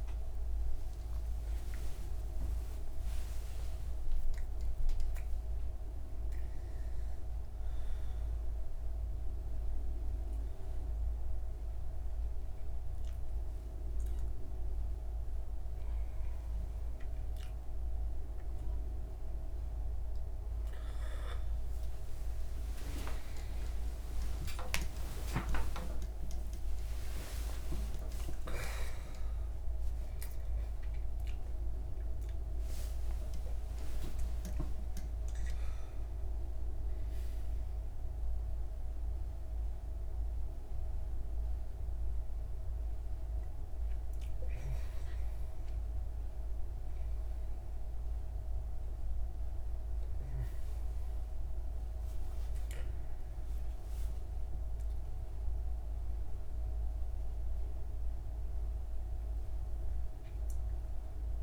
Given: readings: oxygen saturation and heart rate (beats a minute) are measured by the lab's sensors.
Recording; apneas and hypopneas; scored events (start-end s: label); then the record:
a person awake in a sleep study, by a room microphone; none
0.00-5.50 s: oxygen desaturation (device-marked, oxygen 93% lowest)
From the record:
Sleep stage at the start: awake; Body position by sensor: on the right side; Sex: male